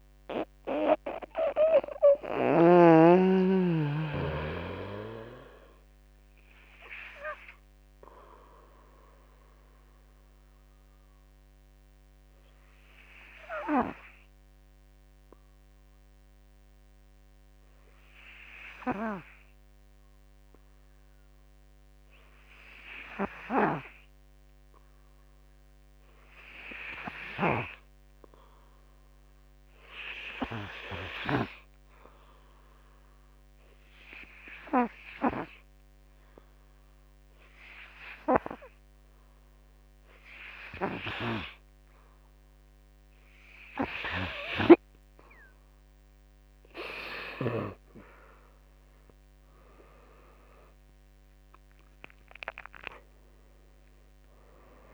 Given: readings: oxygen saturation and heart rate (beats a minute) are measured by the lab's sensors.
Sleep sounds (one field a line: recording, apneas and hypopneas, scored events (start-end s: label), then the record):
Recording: breathing in sleep by a microphone on the trachea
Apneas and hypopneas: 1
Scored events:
0.00-12.00 s: drop in pulse transit time (device-marked, heart rate 49 extreme)
0.00-14.00 s: oxygen desaturation (device-marked, oxygen 91% lowest, heart rate 46 extreme)
6.50-44.50 s: obstructive apnea (oxygen 97% before, 89% lowest, heart rate 56 before, 46 extreme, up 14 after)
26.50-31.00 s: snoring (device-marked)
29.00-54.94 s: oxygen desaturation (device-marked, oxygen 99% before, 89% lowest, heart rate 51 before, 49 extreme)
48.00-52.50 s: arousal
52.00-54.94 s: drop in pulse transit time (device-marked, heart rate 59 before, 56 extreme)
From the record:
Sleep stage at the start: N2 (light sleep)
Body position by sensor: on the back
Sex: male